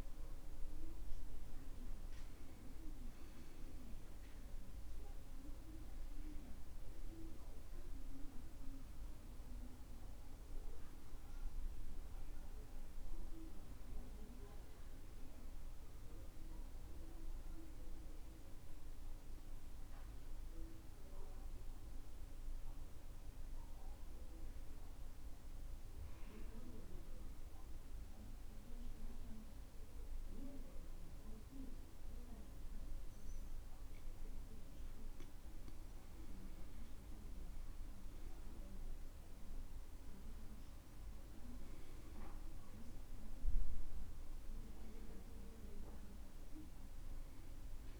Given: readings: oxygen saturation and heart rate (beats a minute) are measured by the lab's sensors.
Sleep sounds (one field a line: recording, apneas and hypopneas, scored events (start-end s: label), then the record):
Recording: breathing in sleep by a room microphone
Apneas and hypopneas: 1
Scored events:
6.00-25.00 s: oxygen desaturation (device-marked, oxygen 95% before, 90% lowest, heart rate 71 before, 61 extreme)
20.50-36.00 s: mixed apnea (oxygen 95% before, 90% lowest, heart rate 69 before, 61 extreme, up 9 after)
38.00-41.50 s: arousal
42.00-48.00 s: oxygen desaturation (device-marked, oxygen 97% before, 91% lowest, heart rate 64 before, 64 extreme)
From the record:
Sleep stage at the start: N2 (light sleep)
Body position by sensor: on the back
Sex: male